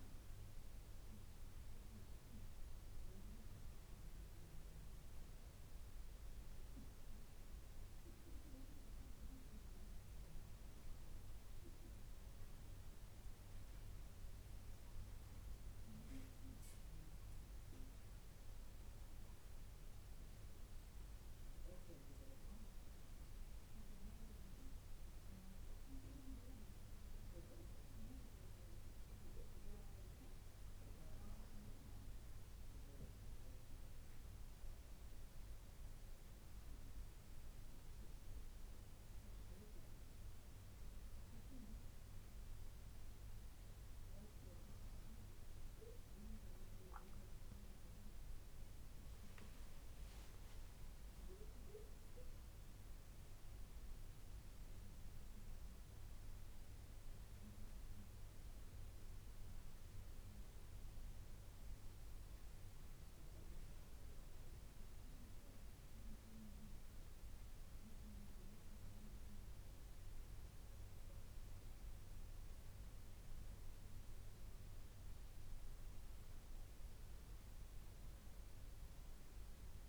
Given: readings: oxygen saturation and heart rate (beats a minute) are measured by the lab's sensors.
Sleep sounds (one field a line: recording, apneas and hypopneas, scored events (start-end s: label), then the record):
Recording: breathing in sleep by a room microphone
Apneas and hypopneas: none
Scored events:
50.50-55.50 s: arousal
From the record:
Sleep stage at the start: N2 (light sleep)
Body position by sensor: on the back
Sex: female